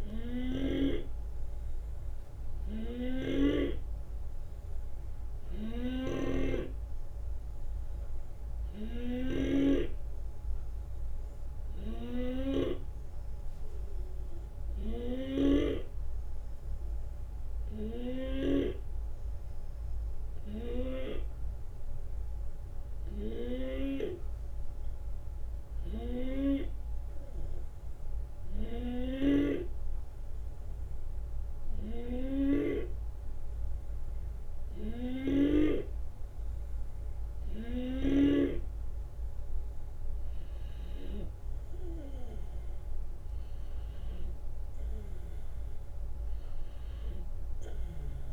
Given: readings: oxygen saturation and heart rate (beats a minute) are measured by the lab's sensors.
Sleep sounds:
breathing in sleep by a room microphone; 1
0.00-15.50 s: snoring (device-marked)
6.00-9.00 s: arousal
12.50-25.50 s: obstructive apnea (oxygen 93% before, 89% lowest)
25.50-29.00 s: arousal
29.00-38.50 s: snoring (device-marked)
From the record:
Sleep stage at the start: N2 (light sleep); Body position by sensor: on the left side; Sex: male

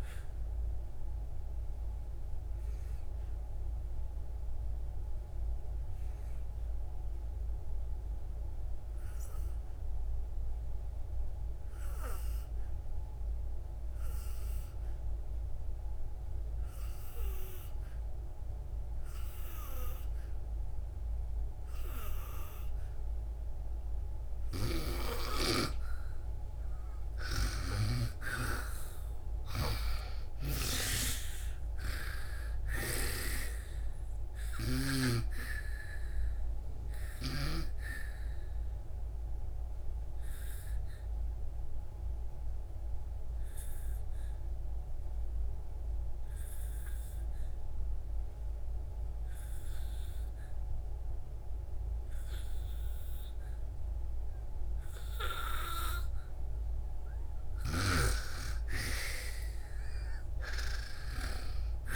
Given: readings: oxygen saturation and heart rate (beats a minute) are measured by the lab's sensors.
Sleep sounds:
breathing in sleep by a room microphone; 2
0.00-21.50 s: oxygen desaturation (device-marked, oxygen 87% lowest, heart rate 61 extreme)
1.50-26.00 s: obstructive apnea (oxygen 99% before, 86% lowest, heart rate 76 before, 61 extreme, up 30 after)
23.50-59.50 s: oxygen desaturation (device-marked, oxygen 98% before, 86% lowest, heart rate 70 before, 58 extreme)
27.50-31.50 s: arousal
30.50-35.00 s: snoring (device-marked)
38.50-57.00 s: obstructive apnea (oxygen 98% before, 85% lowest, heart rate 89 before, 58 extreme, up 47 after)
57.50-61.96 s: snoring (device-marked)
60.00-61.96 s: arousal
From the record:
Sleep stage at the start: N2 (light sleep); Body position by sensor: on the back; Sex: female

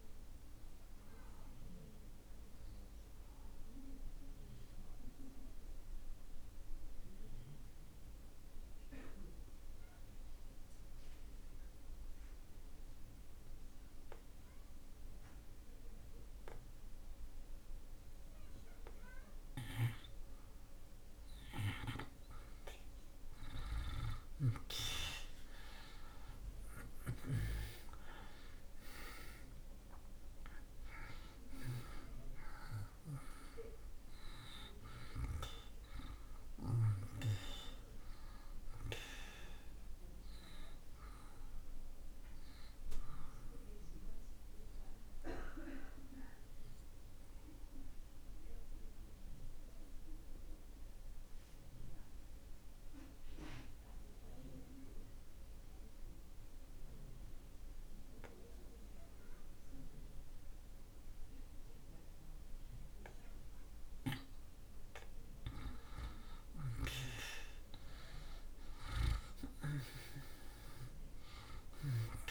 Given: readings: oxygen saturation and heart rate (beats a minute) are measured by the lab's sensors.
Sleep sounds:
breathing in sleep by a room microphone; 2
0.00-15.00 s: oxygen desaturation (device-marked, oxygen 75% lowest)
3.00-19.00 s: obstructive apnea (oxygen 95% before, 75% lowest)
11.00-72.31 s: new sleep stage, N2 (light sleep)
21.50-26.50 s: arousal
26.00-61.00 s: oxygen desaturation (device-marked, oxygen 96% before, 76% lowest)
44.00-63.00 s: obstructive apnea (oxygen 96% before, 76% lowest)
65.50-69.50 s: arousal
71.00-72.31 s: oxygen desaturation (device-marked, oxygen 97% before, 76% lowest)
From the record:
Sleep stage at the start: N1 (lightest sleep); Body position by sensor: on the back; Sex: male

